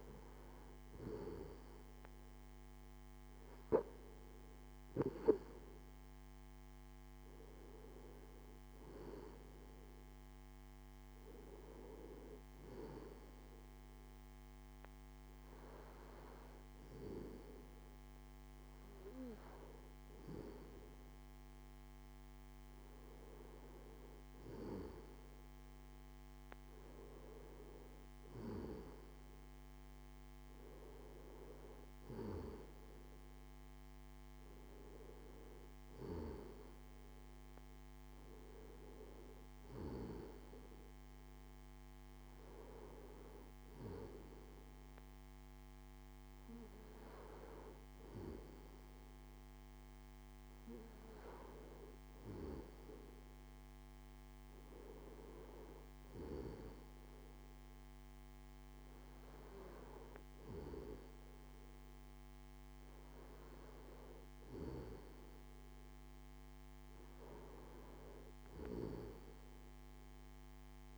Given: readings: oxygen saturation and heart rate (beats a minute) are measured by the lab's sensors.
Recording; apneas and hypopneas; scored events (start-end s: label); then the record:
breathing in sleep by a microphone on the trachea; none
15.50-70.98 s: new sleep stage, N1 (lightest sleep)
From the record:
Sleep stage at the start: N2 (light sleep); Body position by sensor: on the left side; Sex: male